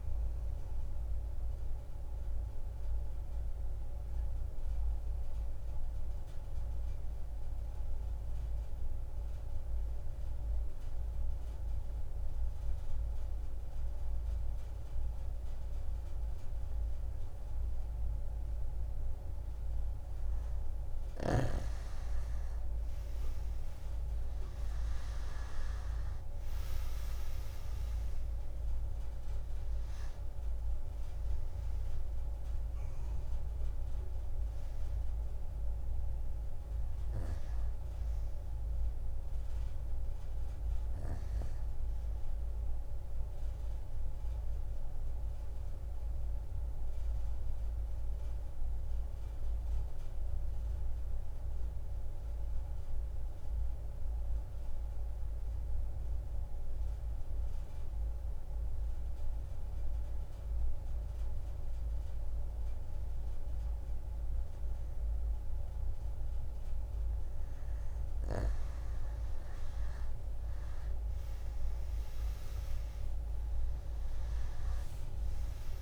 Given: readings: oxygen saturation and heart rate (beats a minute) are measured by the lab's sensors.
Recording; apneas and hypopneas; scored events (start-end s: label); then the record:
breathing in sleep, hard to hear, by a room microphone; 2
1.00-19.50 s: obstructive apnea (oxygen 96% before, 86% lowest)
19.50-47.50 s: oxygen desaturation (device-marked, oxygen 95% before, 86% lowest)
24.50-30.00 s: arousal
44.00-65.00 s: obstructive apnea (oxygen 95% before, 86% lowest)
67.50-75.82 s: oxygen desaturation (device-marked, oxygen 97% before, 87% lowest)
69.50-74.00 s: arousal
From the record:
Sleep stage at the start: N2 (light sleep); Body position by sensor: on the right side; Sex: female